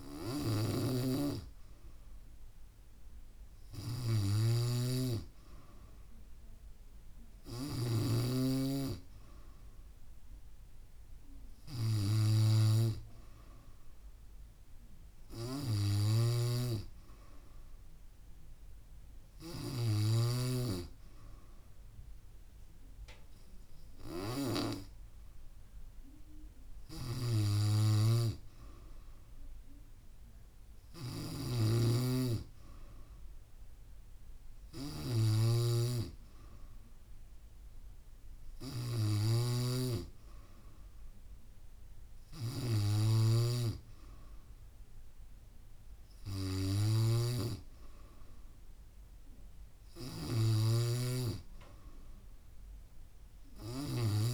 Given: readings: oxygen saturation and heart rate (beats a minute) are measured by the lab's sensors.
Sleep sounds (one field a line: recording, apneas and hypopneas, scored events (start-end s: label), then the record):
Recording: breathing in sleep by a room microphone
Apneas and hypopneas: none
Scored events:
0.50-8.00 s: snoring (device-marked)
16.00-20.50 s: snoring (device-marked)
31.00-54.34 s: snoring (device-marked)
From the record:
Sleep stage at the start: N3 (deep sleep)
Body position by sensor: on the back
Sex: female